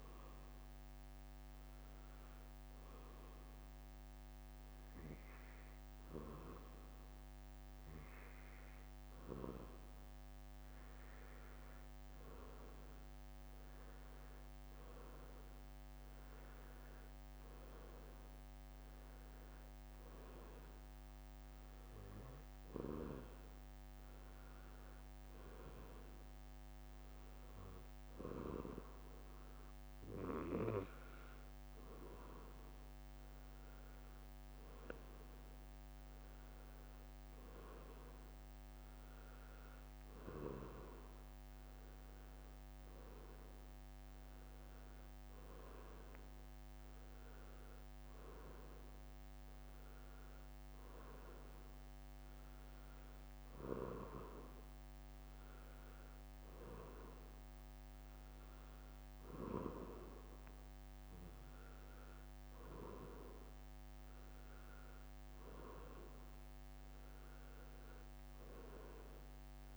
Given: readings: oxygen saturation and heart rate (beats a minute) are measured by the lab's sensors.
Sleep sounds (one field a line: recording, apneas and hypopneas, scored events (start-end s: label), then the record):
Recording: breathing in sleep by a microphone on the trachea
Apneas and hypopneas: none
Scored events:
18.00-39.00 s: drop in pulse transit time (device-marked, heart rate 69 before, 68 extreme)
From the record:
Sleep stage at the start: N1 (lightest sleep)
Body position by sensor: on the back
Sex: male